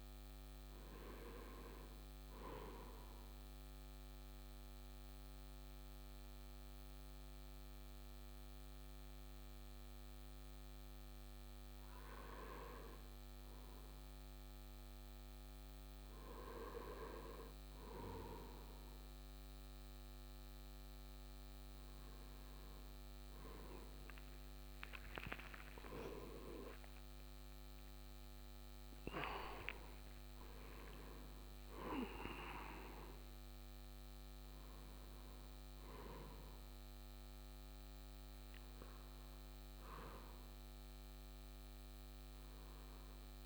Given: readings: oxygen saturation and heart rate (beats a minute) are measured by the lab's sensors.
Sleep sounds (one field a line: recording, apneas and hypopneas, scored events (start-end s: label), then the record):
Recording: breathing in sleep by a microphone on the trachea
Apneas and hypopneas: 1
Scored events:
4.50-19.50 s: hypopnea (oxygen 98% before, 96% lowest, heart rate 62 before, 52 extreme, up 7 after)
23.00-28.00 s: arousal
From the record:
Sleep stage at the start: N2 (light sleep)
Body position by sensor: on the right side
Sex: male